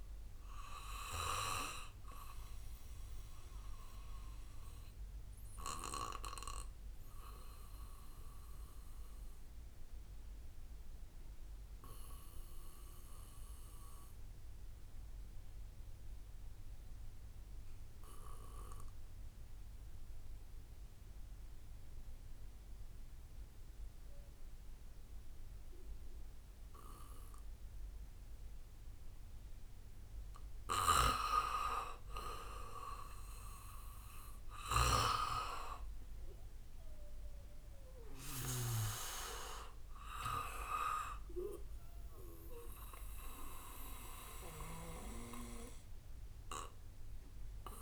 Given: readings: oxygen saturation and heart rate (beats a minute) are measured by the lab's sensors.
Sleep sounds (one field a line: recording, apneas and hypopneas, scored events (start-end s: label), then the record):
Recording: breathing in sleep by a room microphone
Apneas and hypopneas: 1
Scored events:
0.00-7.00 s: oxygen desaturation (device-marked, oxygen 89% lowest, heart rate 56 extreme)
4.00-17.00 s: bradycardia (device-marked, heart rate 65 before, 56 extreme)
5.50-29.50 s: obstructive apnea (oxygen 97% before, 91% lowest, heart rate 69 before, 56 extreme, up 4 after)
27.00-47.82 s: oxygen desaturation (device-marked, oxygen 99% before, 91% lowest, heart rate 59 before, 58 extreme)
32.00-36.50 s: arousal
34.50-38.50 s: snoring (device-marked)
36.00-38.00 s: bradycardia (device-marked, heart rate 64 before, 63 extreme)
45.00-47.82 s: bradycardia (device-marked, heart rate 64 before, 59 extreme)
From the record:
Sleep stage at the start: N2 (light sleep)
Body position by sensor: on the back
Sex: male